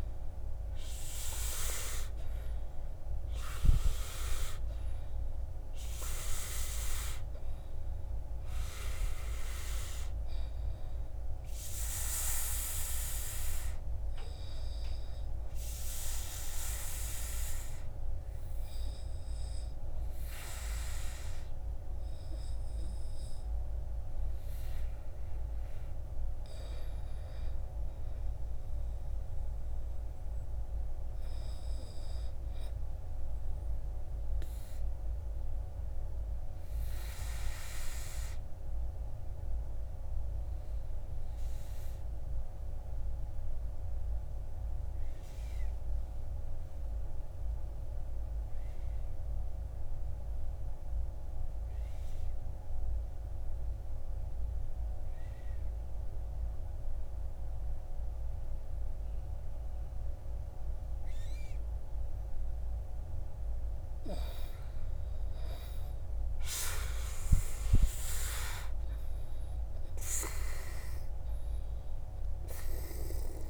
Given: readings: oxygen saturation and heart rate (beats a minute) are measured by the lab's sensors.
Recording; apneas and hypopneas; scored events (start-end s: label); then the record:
breathing in sleep by a room microphone; 2
0.00-1.50 s: arousal
1.50-31.50 s: oxygen desaturation (device-marked, oxygen 97% before, 79% lowest, heart rate 58 before, 47 extreme)
15.00-25.50 s: obstructive apnea (oxygen 98% before, 79% lowest, heart rate 67 before, 47 extreme, up 7 after)
15.50-17.50 s: long interval between heartbeats (device-marked, heart rate 68 before, 83 extreme)
27.00-30.50 s: arousal
35.00-63.00 s: obstructive apnea (oxygen 99% before, 79% lowest, heart rate 61 before, 51 extreme, up 13 after)
62.50-73.50 s: oxygen desaturation (device-marked, oxygen 97% before, 79% lowest, heart rate 55 before, 53 extreme)
65.50-69.50 s: arousal
From the record:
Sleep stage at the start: N2 (light sleep); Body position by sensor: on the back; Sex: male